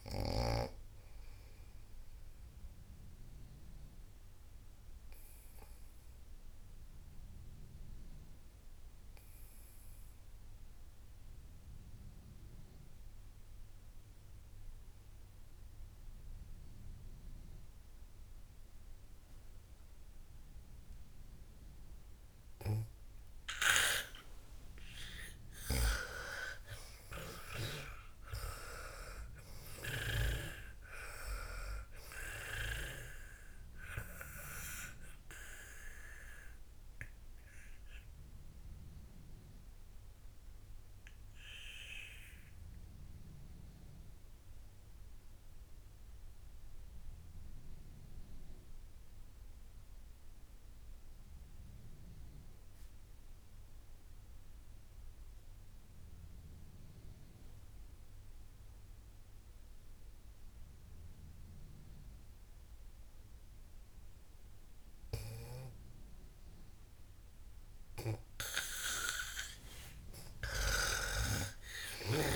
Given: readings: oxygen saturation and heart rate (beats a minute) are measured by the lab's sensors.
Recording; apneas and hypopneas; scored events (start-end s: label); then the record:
breathing in sleep by a room microphone; 2
0.00-11.50 s: oxygen desaturation (device-marked, oxygen 91% lowest, heart rate 53 extreme)
5.00-24.50 s: obstructive apnea (oxygen 98% before, 91% lowest, heart rate 82 before, 53 extreme, up 47 after)
25.50-29.50 s: arousal
26.00-31.00 s: snoring (device-marked)
29.50-47.50 s: oxygen desaturation (device-marked, oxygen 98% before, 93% lowest, heart rate 62 before, 56 extreme)
36.50-67.00 s: obstructive apnea (oxygen 99% before, 89% lowest, heart rate 72 before, 56 extreme)
65.50-72.36 s: oxygen desaturation (device-marked, oxygen 98% before, 89% lowest, heart rate 63 before, 54 extreme)
70.50-72.36 s: arousal
71.00-72.36 s: snoring (device-marked)
From the record:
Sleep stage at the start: N2 (light sleep); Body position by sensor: on the back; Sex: female